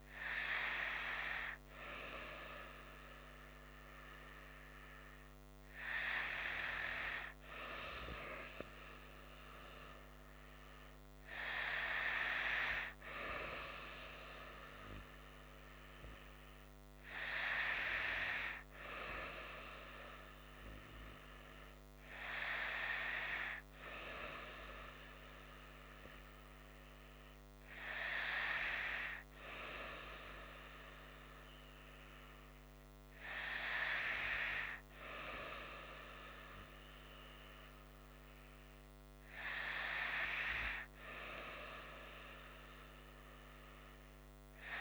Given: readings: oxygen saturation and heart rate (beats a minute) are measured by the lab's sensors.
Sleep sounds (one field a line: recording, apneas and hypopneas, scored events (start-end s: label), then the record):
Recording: breathing in sleep by a microphone on the trachea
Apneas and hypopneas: none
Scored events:
none scored
From the record:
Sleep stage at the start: N2 (light sleep)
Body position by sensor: on the right side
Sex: female